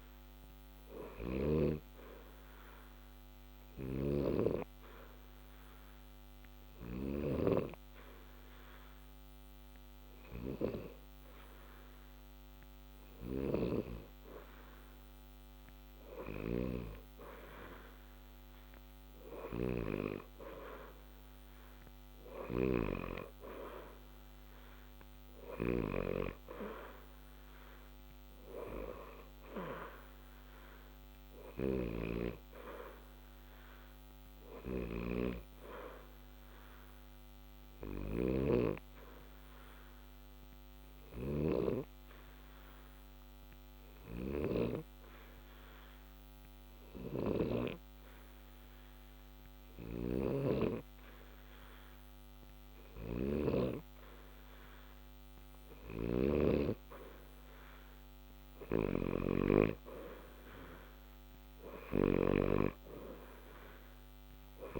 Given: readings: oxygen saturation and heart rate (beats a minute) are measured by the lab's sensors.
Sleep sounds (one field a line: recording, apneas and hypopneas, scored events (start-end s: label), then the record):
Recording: breathing in sleep by a microphone on the trachea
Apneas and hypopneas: 2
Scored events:
2.00-15.50 s: hypopnea (oxygen 90% before, 88% lowest, heart rate 60 before, 60 extreme, up 0 after)
17.00-20.50 s: arousal
37.00-55.00 s: hypopnea (oxygen 91% before, 88% lowest, heart rate 60 before, 60 extreme, up 0 after)
57.50-61.50 s: arousal
From the record:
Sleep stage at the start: N2 (light sleep)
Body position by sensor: on the back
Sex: male